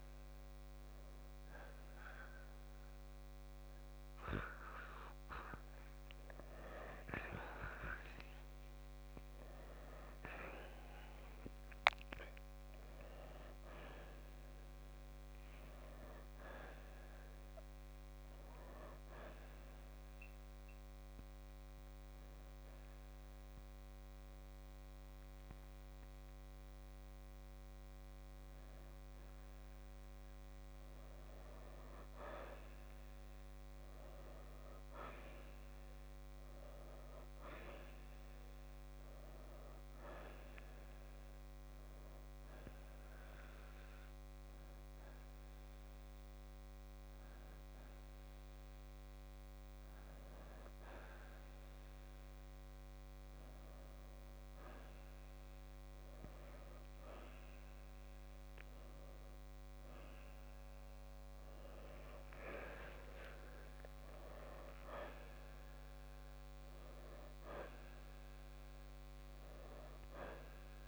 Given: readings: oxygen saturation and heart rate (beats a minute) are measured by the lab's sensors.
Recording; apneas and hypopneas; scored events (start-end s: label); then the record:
breathing in sleep by a microphone on the trachea; 1
9.50-13.50 s: arousal
35.50-38.50 s: arousal
40.50-52.00 s: hypopnea (oxygen 92% before, 87% lowest, heart rate 65 before, 63 extreme, up 7 after)
43.50-57.50 s: oxygen desaturation (device-marked, oxygen 92% before, 87% lowest, heart rate 64 before, 63 extreme)
57.50-62.50 s: arousal
65.50-70.88 s: oxygen desaturation (device-marked, oxygen 93% before, 89% lowest, heart rate 66 before, 66 extreme)
From the record:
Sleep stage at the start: N2 (light sleep); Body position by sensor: on the right side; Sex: male